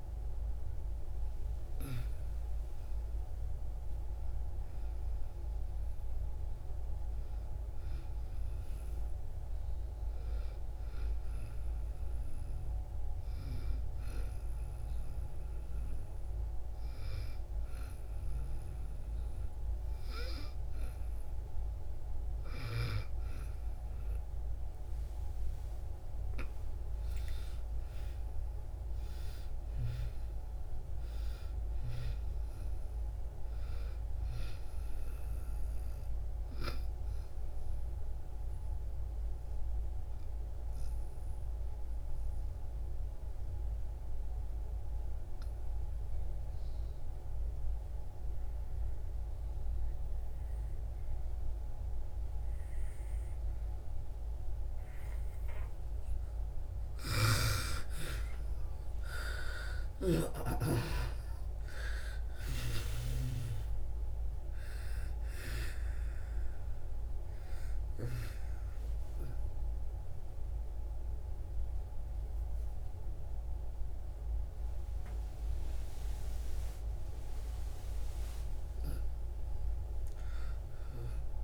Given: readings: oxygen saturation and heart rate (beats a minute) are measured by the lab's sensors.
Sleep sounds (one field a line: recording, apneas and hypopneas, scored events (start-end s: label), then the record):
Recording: a person partly awake in a sleep study, by a room microphone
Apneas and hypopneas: 2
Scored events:
0.00-13.00 s: oxygen desaturation (device-marked, oxygen 78% lowest)
12.00-25.50 s: hypopnea (oxygen 94% before, 80% lowest)
14.00-44.00 s: new sleep stage, N1 (lightest sleep)
26.00-30.00 s: arousal
27.00-40.00 s: oxygen desaturation (device-marked, oxygen 97% before, 91% lowest)
37.00-55.00 s: obstructive apnea (oxygen 99% before, 80% lowest)
44.00-81.44 s: new sleep stage, N2 (light sleep)
51.00-81.44 s: oxygen desaturation (device-marked, oxygen 97% before, 80% lowest)
56.50-63.00 s: snoring (device-marked)
57.00-61.50 s: arousal
From the record:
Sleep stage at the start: awake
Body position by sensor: on the back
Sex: female